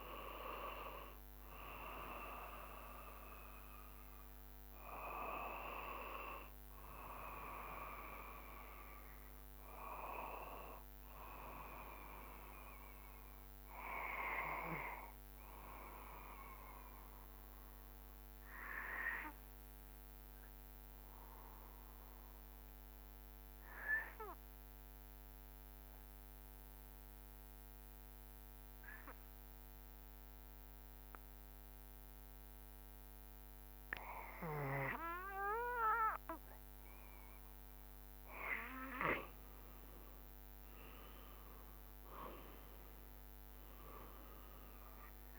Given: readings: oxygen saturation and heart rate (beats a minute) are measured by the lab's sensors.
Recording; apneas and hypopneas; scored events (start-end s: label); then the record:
breathing in sleep by a microphone on the trachea; 1
0.00-5.50 s: oxygen desaturation (device-marked, oxygen 90% lowest, heart rate 65 extreme)
13.00-37.50 s: obstructive apnea (oxygen 97% before, 91% lowest, heart rate 69 before, 66 extreme, up 6 after)
31.50-45.39 s: oxygen desaturation (device-marked, oxygen 96% before, 91% lowest, heart rate 67 before, 67 extreme)
39.50-45.39 s: drop in pulse transit time (device-marked, heart rate 68 before, 71 extreme)
41.00-45.00 s: arousal
From the record:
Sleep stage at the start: N2 (light sleep); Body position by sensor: on the back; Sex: male